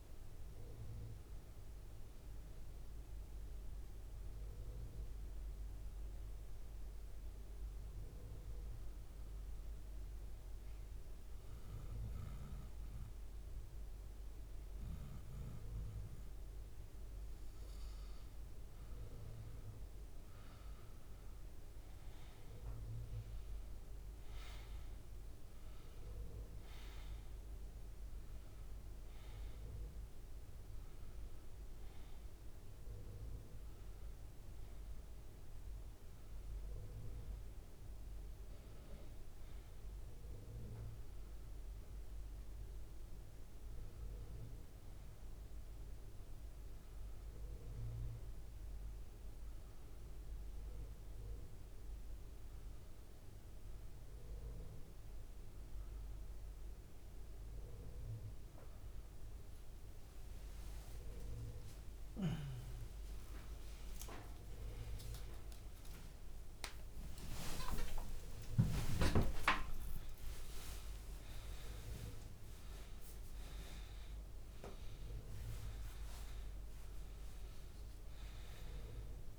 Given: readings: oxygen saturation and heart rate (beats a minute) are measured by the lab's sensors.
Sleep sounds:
a person partly awake in a sleep study, by a room microphone; 1
8.50-18.50 s: obstructive apnea (oxygen 96% before, 90% lowest, heart rate 82 before, 76 extreme, up 4 after)
20.50-24.50 s: arousal
28.50-46.50 s: oxygen desaturation (device-marked, oxygen 96% before, 90% lowest, heart rate 79 before, 77 extreme)
52.50-79.39 s: new sleep stage, awake
From the record:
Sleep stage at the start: N1 (lightest sleep); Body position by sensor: on the back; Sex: male

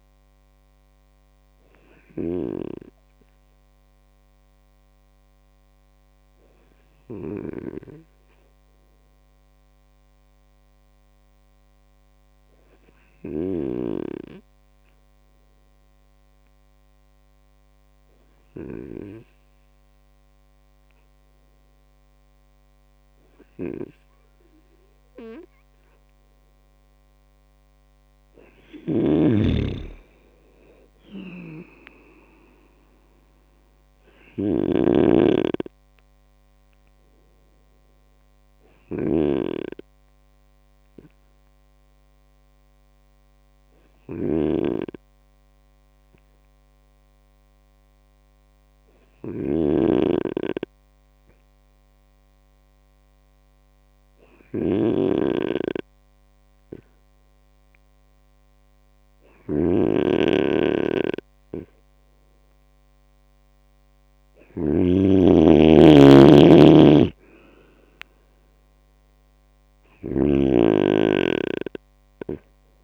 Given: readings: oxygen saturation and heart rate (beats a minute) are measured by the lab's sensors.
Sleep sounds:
breathing in sleep by a microphone on the trachea; 2
0.00-7.00 s: snoring (device-marked)
1.50-26.00 s: obstructive apnea (oxygen 100% before, 97% lowest, heart rate 79 before, 55 extreme, up 8 after)
13.00-18.50 s: snoring (device-marked)
28.00-31.00 s: arousal
30.50-72.84 s: snoring (device-marked)
35.50-60.00 s: hypopnea (oxygen 100% before, 97% lowest, heart rate 73 before, 58 extreme, up 3 after)
64.00-68.50 s: arousal
From the record:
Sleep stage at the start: N2 (light sleep); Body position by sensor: on the right side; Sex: male

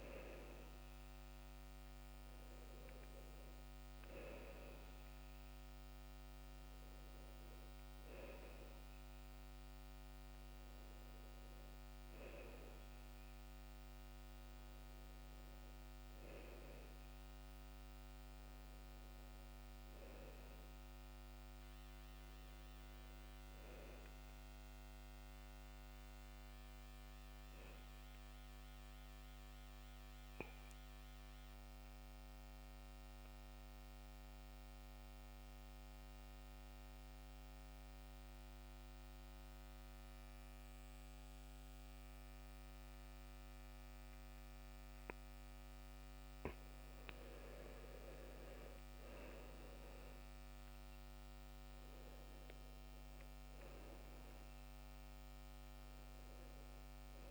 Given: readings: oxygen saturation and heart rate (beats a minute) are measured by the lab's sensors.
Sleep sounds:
breathing in sleep, hard to hear, by a microphone on the trachea; 1
0.00-26.00 s: oxygen desaturation (device-marked, oxygen 94% before, 83% lowest, heart rate 72 before, 58 extreme)
29.00-46.50 s: mixed apnea (oxygen 99% before, 93% lowest, heart rate 64 before, 58 extreme, up 11 after)
48.00-52.00 s: arousal
51.00-57.31 s: oxygen desaturation (device-marked, oxygen 98% before, 93% lowest, heart rate 61 before, 62 extreme)
From the record:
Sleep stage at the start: N2 (light sleep); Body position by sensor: on the back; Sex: male

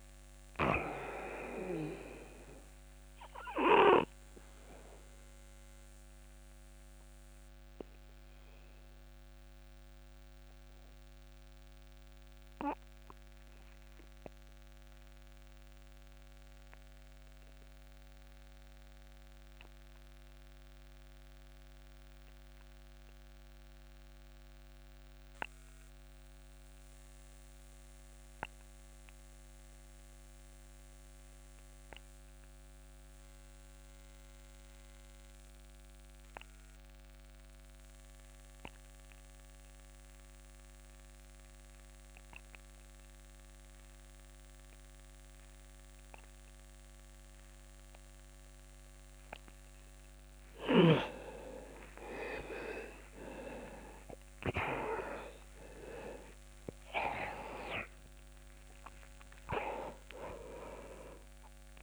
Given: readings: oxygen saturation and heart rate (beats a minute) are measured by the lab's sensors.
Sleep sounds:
breathing in sleep by a microphone on the trachea; 1
0.00-23.00 s: oxygen desaturation (device-marked, oxygen 86% lowest)
3.50-49.00 s: obstructive apnea (oxygen 99% before, 82% lowest)
39.00-61.83 s: oxygen desaturation (device-marked, oxygen 98% before, 82% lowest)
51.50-56.50 s: arousal
From the record:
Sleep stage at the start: N2 (light sleep); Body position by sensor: on the back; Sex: male

